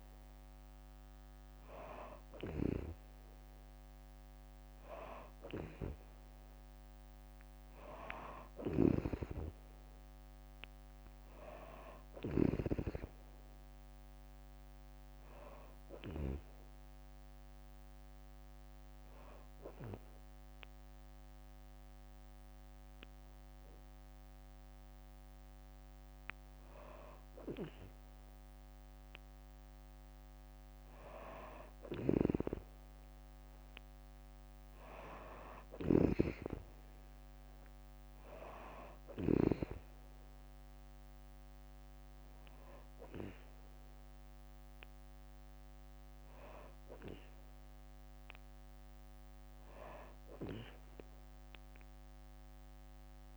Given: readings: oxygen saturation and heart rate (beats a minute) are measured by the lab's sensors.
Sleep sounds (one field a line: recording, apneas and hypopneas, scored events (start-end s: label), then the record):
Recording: breathing in sleep by a microphone on the trachea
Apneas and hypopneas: 1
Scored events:
0.00-16.00 s: snoring (device-marked)
10.50-13.50 s: arousal
17.50-28.50 s: hypopnea (oxygen 95% before, 92% lowest, heart rate 70 before, 65 extreme, up 4 after)
31.50-39.00 s: snoring (device-marked)
32.50-36.00 s: arousal
35.50-46.50 s: oxygen desaturation (device-marked, oxygen 96% before, 92% lowest, heart rate 67 before, 67 extreme)
From the record:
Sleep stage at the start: N2 (light sleep)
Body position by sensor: on the back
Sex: female